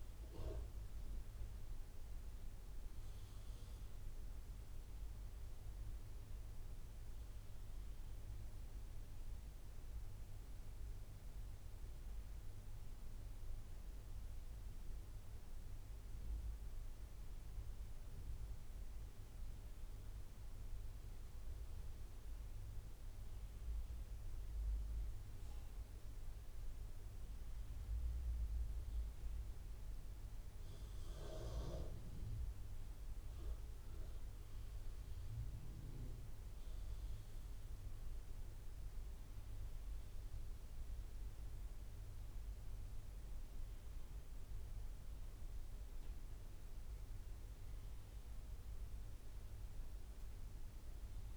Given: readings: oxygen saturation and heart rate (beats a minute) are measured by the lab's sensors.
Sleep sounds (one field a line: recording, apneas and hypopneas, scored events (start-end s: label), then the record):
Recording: breathing in sleep, hard to hear, by a room microphone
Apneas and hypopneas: none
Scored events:
0.00-10.00 s: oxygen desaturation (device-marked, oxygen 93% lowest)
41.00-51.37 s: new sleep stage, N2 (light sleep)
From the record:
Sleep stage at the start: N1 (lightest sleep)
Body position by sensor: on the right side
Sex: male